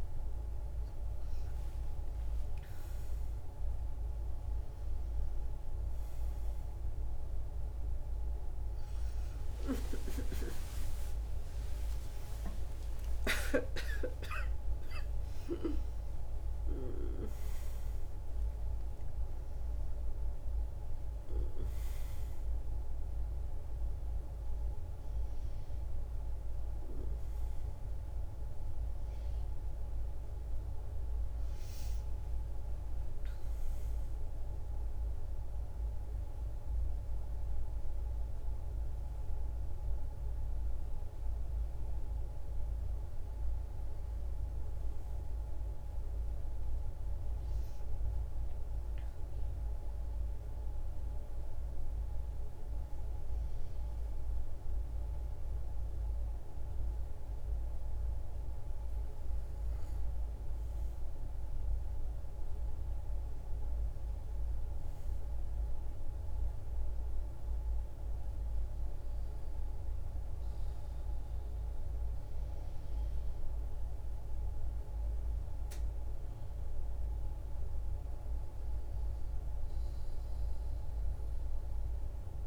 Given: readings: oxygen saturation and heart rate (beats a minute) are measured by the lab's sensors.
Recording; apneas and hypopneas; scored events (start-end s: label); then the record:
a person partly awake in a sleep study, hard to hear, by a room microphone; none
2.50-25.50 s: oxygen desaturation (device-marked, oxygen 97% before, 92% lowest, heart rate 61 before, 67 extreme)
11.50-41.50 s: new sleep stage, awake
41.50-82.47 s: new sleep stage, N1 (lightest sleep)
From the record:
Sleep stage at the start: REM sleep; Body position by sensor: on the back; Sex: female